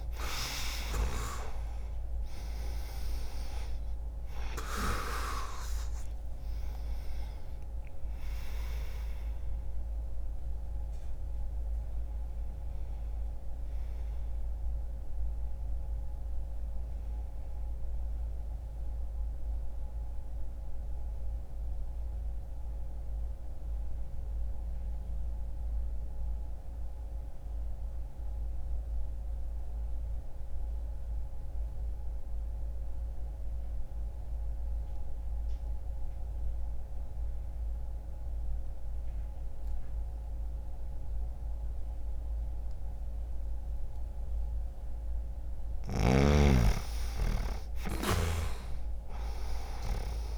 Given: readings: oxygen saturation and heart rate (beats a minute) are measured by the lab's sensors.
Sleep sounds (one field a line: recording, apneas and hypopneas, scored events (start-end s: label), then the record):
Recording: breathing in sleep by a room microphone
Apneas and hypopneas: 1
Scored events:
0.00-3.00 s: arousal
16.00-37.00 s: oxygen desaturation (device-marked, oxygen 97% before, 87% lowest, heart rate 64 before, 59 extreme)
18.50-45.50 s: mixed apnea (oxygen 98% before, 87% lowest, heart rate 64 before, 59 extreme, up 3 after)
47.50-50.38 s: arousal
From the record:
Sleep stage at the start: N2 (light sleep)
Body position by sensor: on the back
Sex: male